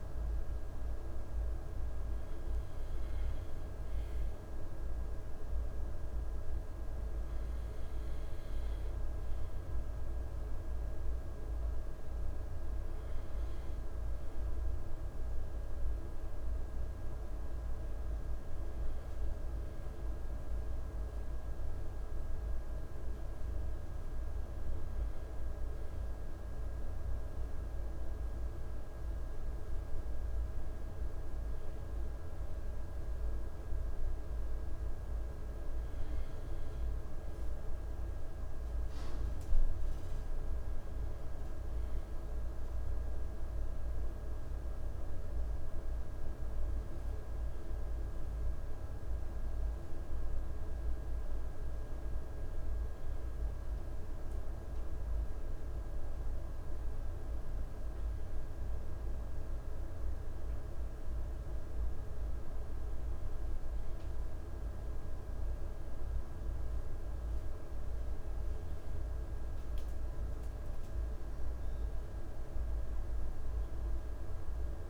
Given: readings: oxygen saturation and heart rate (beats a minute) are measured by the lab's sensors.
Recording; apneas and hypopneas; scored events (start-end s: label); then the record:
breathing in sleep, hard to hear, by a room microphone; none
none scored
From the record:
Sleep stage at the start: N2 (light sleep); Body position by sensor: on the left side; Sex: male